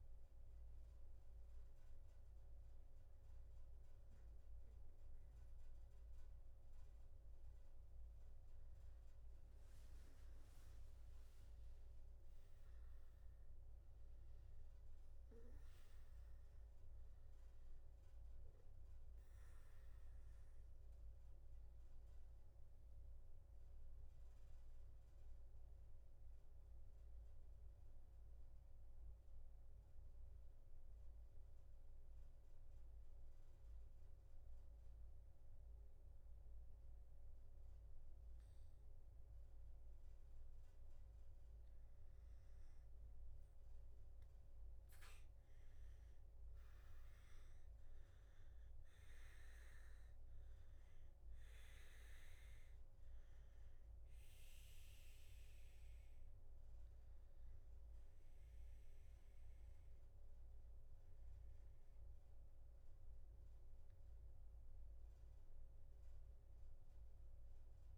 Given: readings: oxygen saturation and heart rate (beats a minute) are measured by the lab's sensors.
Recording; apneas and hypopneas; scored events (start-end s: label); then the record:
breathing in sleep, hard to hear, by a room microphone; none
48.50-67.98 s: new sleep stage, N3 (deep sleep)
From the record:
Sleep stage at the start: N2 (light sleep); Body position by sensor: on the back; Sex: male